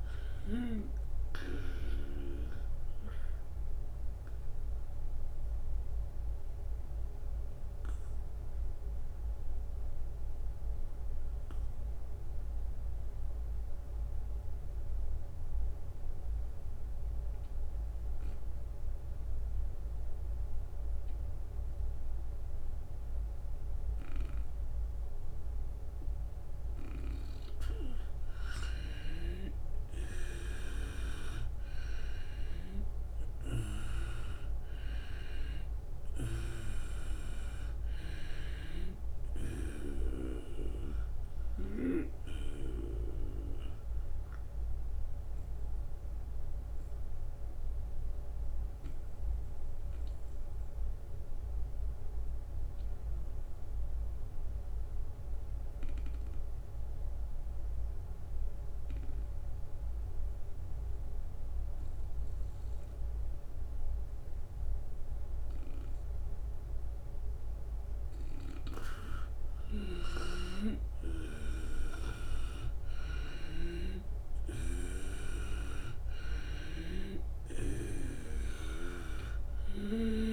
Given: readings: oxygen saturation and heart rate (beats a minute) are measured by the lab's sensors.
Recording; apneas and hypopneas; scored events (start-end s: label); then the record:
breathing in sleep by a room microphone; 2
4.50-26.50 s: obstructive apnea (oxygen 97% before, 92% lowest, heart rate 79 before, 78 extreme, up 4 after)
26.50-44.50 s: oxygen desaturation (device-marked, oxygen 97% before, 92% lowest, heart rate 78 before, 75 extreme)
30.00-33.50 s: arousal
30.50-44.50 s: drop in pulse transit time (device-marked, heart rate 78 before, 80 extreme)
38.00-41.50 s: snoring (device-marked)
45.00-66.50 s: obstructive apnea (oxygen 97% before, 92% lowest, heart rate 81 before, 75 extreme, up 4 after)
68.00-80.00 s: snoring (device-marked)
69.50-79.50 s: oxygen desaturation (device-marked, oxygen 97% before, 92% lowest, heart rate 76 before, 76 extreme)
71.50-76.00 s: arousal
72.50-80.33 s: drop in pulse transit time (device-marked, heart rate 76 before, 79 extreme)
From the record:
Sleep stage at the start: N2 (light sleep); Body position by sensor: on the right side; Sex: male